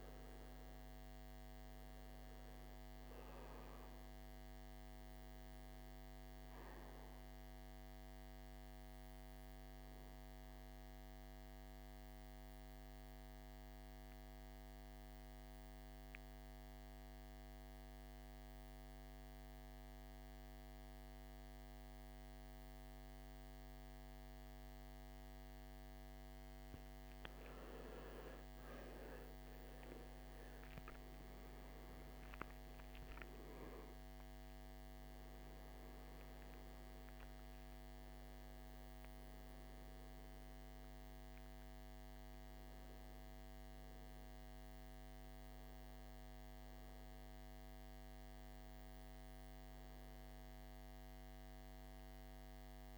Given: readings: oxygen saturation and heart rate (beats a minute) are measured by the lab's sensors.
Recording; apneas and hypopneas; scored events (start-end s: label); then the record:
breathing in sleep, hard to hear, by a microphone on the trachea; 1
0.00-19.50 s: oxygen desaturation (device-marked, oxygen 92% lowest, heart rate 58 extreme)
11.00-26.00 s: obstructive apnea (oxygen 97% before, 88% lowest, heart rate 58 before, 58 extreme, up 15 after)
28.50-46.50 s: oxygen desaturation (device-marked, oxygen 96% before, 88% lowest, heart rate 60 before, 52 extreme)
29.50-35.00 s: arousal
From the record:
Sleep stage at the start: N2 (light sleep); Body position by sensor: on the back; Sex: male